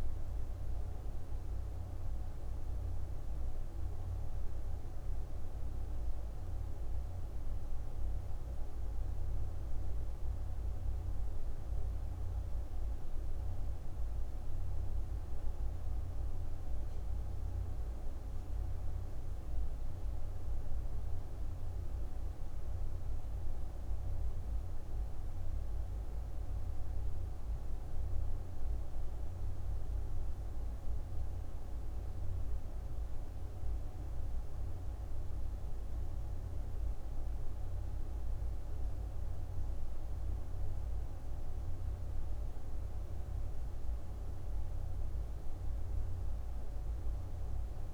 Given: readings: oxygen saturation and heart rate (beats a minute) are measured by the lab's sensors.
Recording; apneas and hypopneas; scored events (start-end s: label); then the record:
breathing in sleep, hard to hear, by a room microphone; none
none scored
From the record:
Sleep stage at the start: N1 (lightest sleep); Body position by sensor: on the back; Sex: female